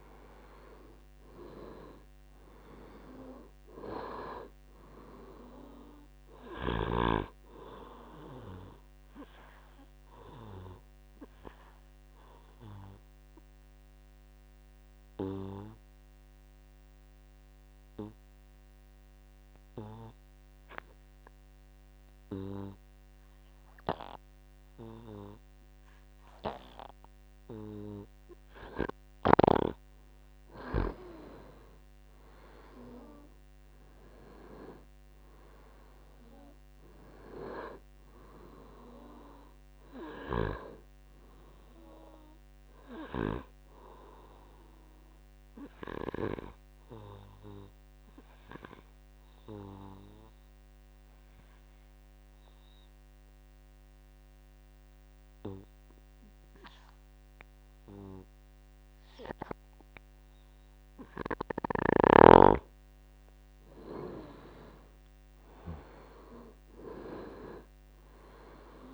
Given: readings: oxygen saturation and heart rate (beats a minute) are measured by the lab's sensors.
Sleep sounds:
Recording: breathing in sleep by a microphone on the trachea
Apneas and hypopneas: 2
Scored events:
0.00-2.50 s: arousal
3.00-26.00 s: oxygen desaturation (device-marked, oxygen 97% before, 86% lowest, heart rate 66 before, 55 extreme)
11.00-29.00 s: obstructive apnea (oxygen 97% before, 86% lowest, heart rate 71 before, 55 extreme, up 4 after)
31.00-59.00 s: oxygen desaturation (device-marked, oxygen 99% before, 86% lowest, heart rate 65 before, 55 extreme)
32.00-36.00 s: arousal
45.00-61.50 s: obstructive apnea (oxygen 99% before, 86% lowest, heart rate 67 before, 55 extreme, up 14 after)
63.50-68.00 s: arousal
66.00-68.94 s: oxygen desaturation (device-marked, oxygen 99% before, 86% lowest, heart rate 63 before, 55 extreme)
From the record:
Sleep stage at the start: N2 (light sleep)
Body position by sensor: on the back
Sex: male

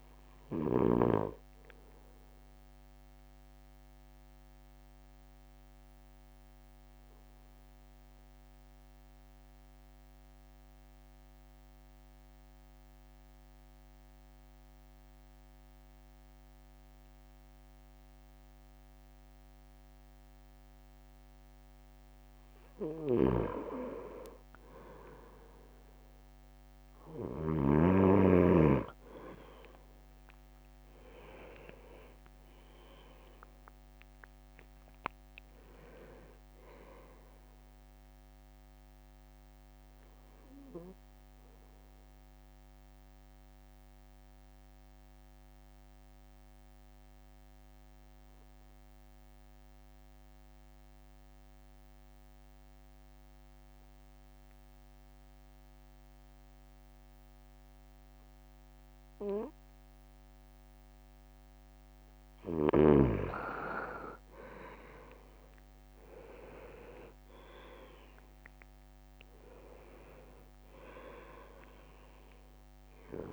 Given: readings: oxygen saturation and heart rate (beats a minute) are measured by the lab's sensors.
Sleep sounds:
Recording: breathing in sleep by a microphone on the trachea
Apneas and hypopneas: 2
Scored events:
1.50-22.50 s: obstructive apnea (oxygen 98% before, 96% lowest)
25.00-28.50 s: arousal
29.00-34.50 s: leg movement (device-marked)
39.00-62.00 s: mixed apnea (oxygen 99% before, 96% lowest)
65.00-69.00 s: arousal
From the record:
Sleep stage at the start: N2 (light sleep)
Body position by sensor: on the right side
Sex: male

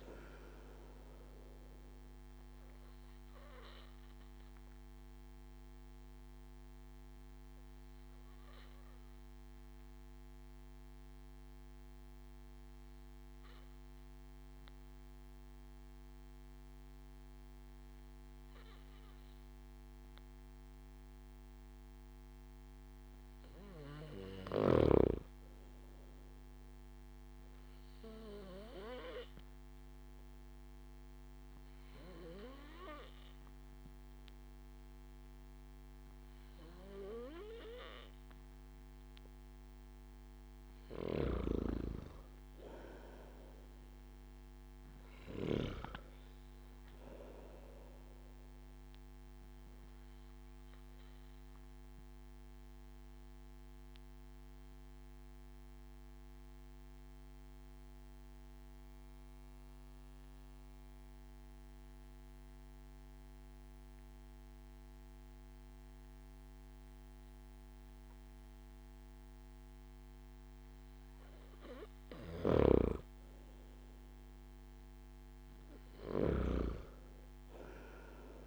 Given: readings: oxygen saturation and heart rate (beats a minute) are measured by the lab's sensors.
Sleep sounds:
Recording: breathing in sleep by a microphone on the trachea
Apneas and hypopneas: 2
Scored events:
0.00-18.00 s: oxygen desaturation (device-marked, oxygen 92% lowest)
3.00-22.50 s: obstructive apnea (oxygen 98% before, 92% lowest)
25.00-29.50 s: arousal
49.50-69.00 s: obstructive apnea (oxygen 96% before, 93% lowest)
71.00-74.50 s: arousal
72.00-76.50 s: snoring (device-marked)
75.00-78.46 s: oxygen desaturation (device-marked, oxygen 97% before, 93% lowest)
From the record:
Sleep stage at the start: N2 (light sleep)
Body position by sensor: on the back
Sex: male

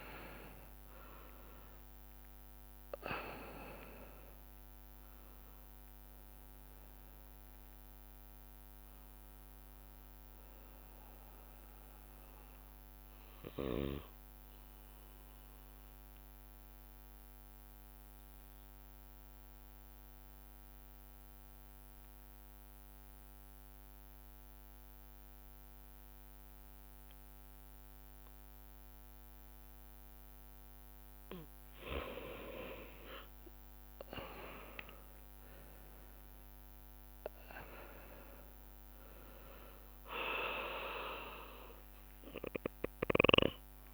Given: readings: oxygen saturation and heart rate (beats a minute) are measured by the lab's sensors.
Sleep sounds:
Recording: breathing in sleep by a microphone on the trachea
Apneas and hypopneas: 1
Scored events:
0.00-2.00 s: long interval between heartbeats (device-marked, heart rate 35 before, 116 extreme)
0.00-11.50 s: drop in pulse transit time (device-marked)
5.50-22.50 s: oxygen desaturation (device-marked, oxygen 96% before, 91% lowest, heart rate 68 before, 50 extreme)
7.50-10.50 s: bradycardia (device-marked)
10.00-30.00 s: obstructive apnea (oxygen 99% before, 91% lowest, heart rate 84 before, 50 extreme, up 20 after)
14.50-16.50 s: long interval between heartbeats (device-marked, heart rate 92 before, 68 extreme)
16.50-31.50 s: bradycardia (device-marked)
30.50-43.50 s: drop in pulse transit time (device-marked, heart rate 57 before, 51 extreme)
35.50-39.50 s: arousal
35.50-43.94 s: oxygen desaturation (device-marked, oxygen 99% before, 93% lowest, heart rate 56 before, 50 extreme)
37.50-43.94 s: bradycardia (device-marked)
From the record:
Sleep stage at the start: N2 (light sleep)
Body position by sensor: on the left side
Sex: male

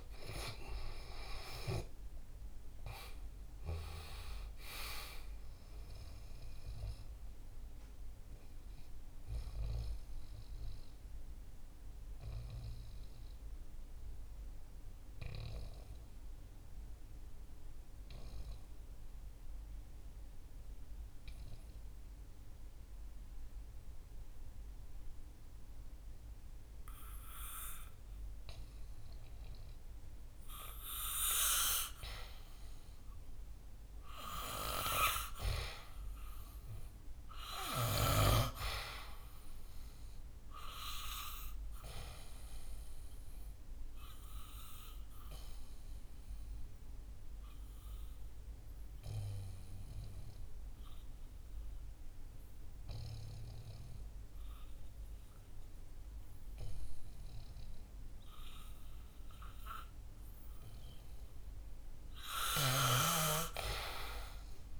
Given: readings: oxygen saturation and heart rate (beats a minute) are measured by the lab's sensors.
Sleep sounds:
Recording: breathing in sleep by a room microphone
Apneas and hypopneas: 2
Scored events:
0.00-26.50 s: oxygen desaturation (device-marked, oxygen 88% lowest, heart rate 63 extreme)
10.00-30.00 s: obstructive apnea (oxygen 99% before, 88% lowest, heart rate 70 before, 63 extreme, up 3 after)
32.50-36.00 s: arousal
42.50-60.50 s: obstructive apnea (oxygen 99% before, 89% lowest, heart rate 67 before, 61 extreme, up 7 after)
50.50-59.50 s: oxygen desaturation (device-marked, oxygen 95% before, 91% lowest, heart rate 66 before, 61 extreme)
From the record:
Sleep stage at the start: N2 (light sleep)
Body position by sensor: on the back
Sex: male

